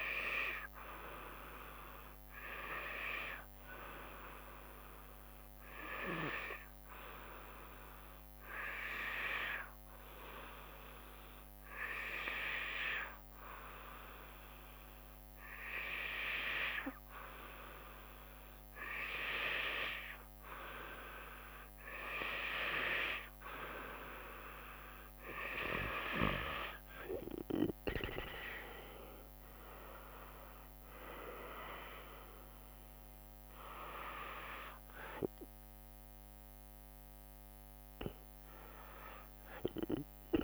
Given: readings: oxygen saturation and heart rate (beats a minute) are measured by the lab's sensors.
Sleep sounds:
breathing in sleep by a microphone on the trachea; 1
5.50-17.50 s: hypopnea (oxygen 96% before, 93% lowest, heart rate 60 before, 45 extreme)
30.50-40.44 s: new sleep stage, awake
From the record:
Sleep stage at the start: N2 (light sleep); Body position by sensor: on the back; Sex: female

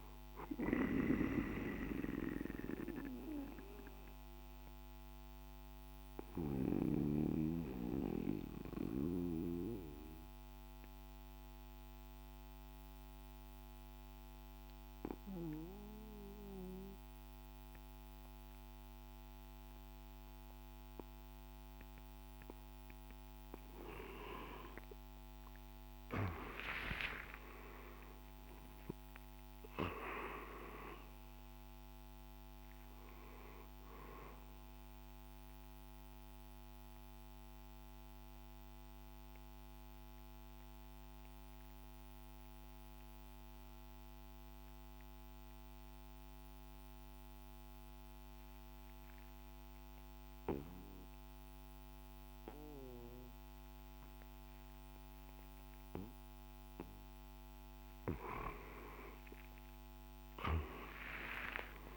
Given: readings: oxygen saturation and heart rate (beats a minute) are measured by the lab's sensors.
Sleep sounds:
breathing in sleep by a microphone on the trachea; 2
1.50-22.00 s: obstructive apnea (oxygen 98% before, 87% lowest, heart rate 56 before, 53 extreme, up 10 after)
24.00-29.50 s: arousal
27.00-59.00 s: oxygen desaturation (device-marked, oxygen 97% before, 87% lowest, heart rate 54 before, 52 extreme)
29.00-47.00 s: drop in pulse transit time (device-marked, heart rate 55 before, 53 extreme)
35.50-56.00 s: obstructive apnea (oxygen 97% before, 87% lowest, heart rate 58 before, 53 extreme, up 9 after)
59.00-61.97 s: arousal
From the record:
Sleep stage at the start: N2 (light sleep); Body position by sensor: on the right side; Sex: male

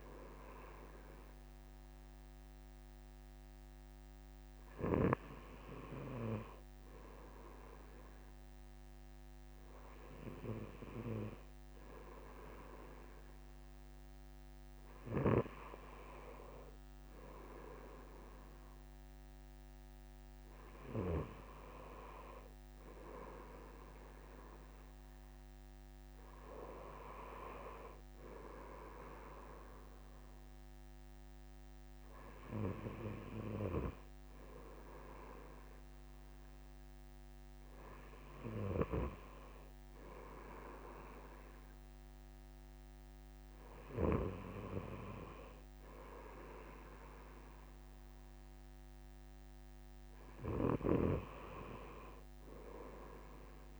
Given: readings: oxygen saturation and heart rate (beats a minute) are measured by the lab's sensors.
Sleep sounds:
breathing in sleep by a microphone on the trachea; none
none scored
From the record:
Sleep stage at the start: N2 (light sleep); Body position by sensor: on the right side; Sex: male

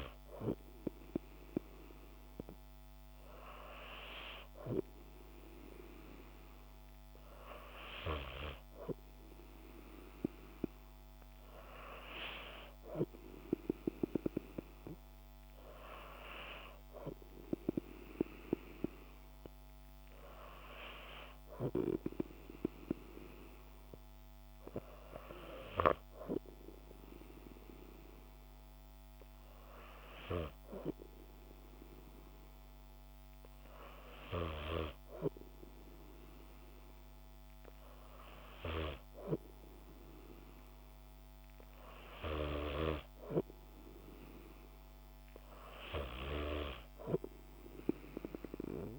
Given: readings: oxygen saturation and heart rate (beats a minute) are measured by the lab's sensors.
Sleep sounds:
breathing in sleep by a microphone on the trachea; none
none scored
From the record:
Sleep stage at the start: N2 (light sleep); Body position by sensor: on the back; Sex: female

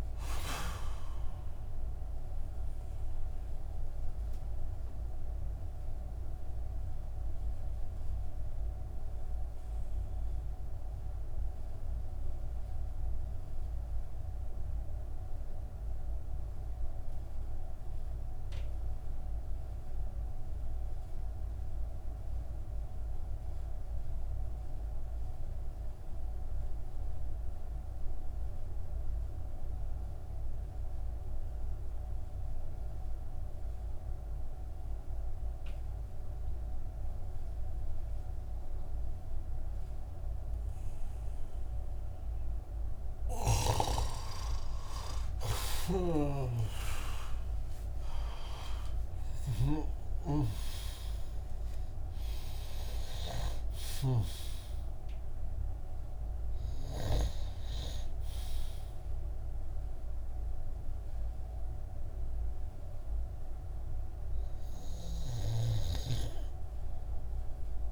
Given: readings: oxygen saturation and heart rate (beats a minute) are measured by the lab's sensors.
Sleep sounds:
breathing in sleep by a room microphone; 1
0.00-23.00 s: oxygen desaturation (device-marked, oxygen 92% lowest)
3.00-42.50 s: mixed apnea (oxygen 98% before, 89% lowest)
41.00-67.92 s: oxygen desaturation (device-marked, oxygen 96% before, 89% lowest)
43.50-48.00 s: arousal
45.00-56.50 s: snoring (device-marked)
From the record:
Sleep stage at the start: N2 (light sleep); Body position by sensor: on the back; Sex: male

